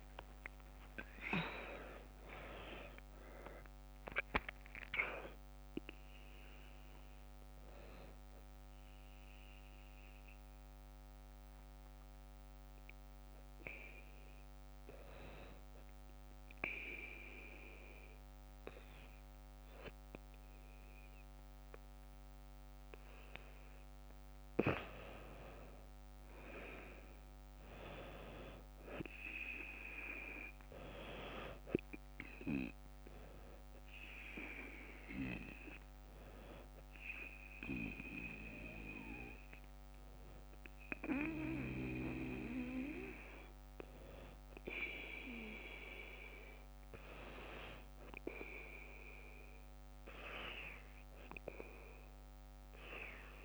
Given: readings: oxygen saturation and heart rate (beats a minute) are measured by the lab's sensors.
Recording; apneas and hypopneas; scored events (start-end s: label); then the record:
a person partly awake in a sleep study, by a microphone on the trachea; 1
0.00-3.00 s: tachycardia (device-marked, heart rate 127 extreme)
0.50-2.50 s: long interval between heartbeats (device-marked, heart rate 108 before, 109 extreme)
11.00-53.44 s: new sleep stage, N2 (light sleep)
14.50-24.50 s: obstructive apnea (oxygen 99% before, 87% lowest, heart rate 101 before, 59 extreme, up 7 after)
26.50-30.50 s: arousal
29.00-46.00 s: oxygen desaturation (device-marked, oxygen 99% before, 94% lowest, heart rate 61 before, 61 extreme)
From the record:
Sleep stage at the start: awake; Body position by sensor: on the back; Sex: female